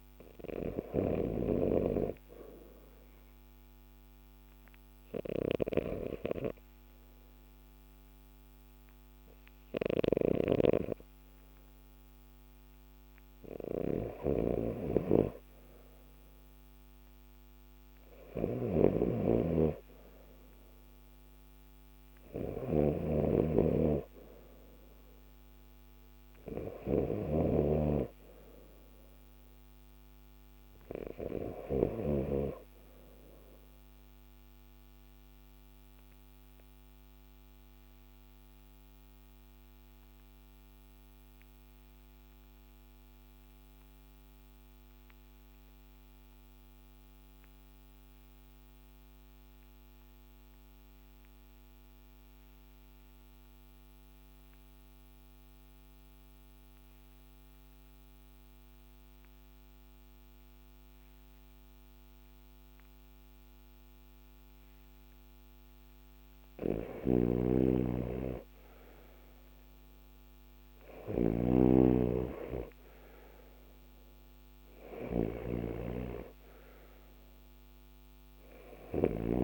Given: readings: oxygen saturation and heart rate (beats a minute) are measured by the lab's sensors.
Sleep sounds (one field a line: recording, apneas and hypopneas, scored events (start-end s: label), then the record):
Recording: breathing in sleep by a microphone on the trachea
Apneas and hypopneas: 1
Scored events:
14.00-32.00 s: snoring (device-marked)
21.50-34.50 s: oxygen desaturation (device-marked, oxygen 97% before, 92% lowest, heart rate 52 before, 48 extreme)
35.00-64.00 s: obstructive apnea (oxygen 97% before, 89% lowest, heart rate 53 before, 48 extreme, up 7 after)
39.50-79.44 s: new sleep stage, REM sleep
66.00-71.00 s: arousal
66.50-79.44 s: snoring (device-marked)
71.50-79.44 s: oxygen desaturation (device-marked, oxygen 96% before, 89% lowest, heart rate 51 before, 50 extreme)
From the record:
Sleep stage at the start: N2 (light sleep)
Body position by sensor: on the left side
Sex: male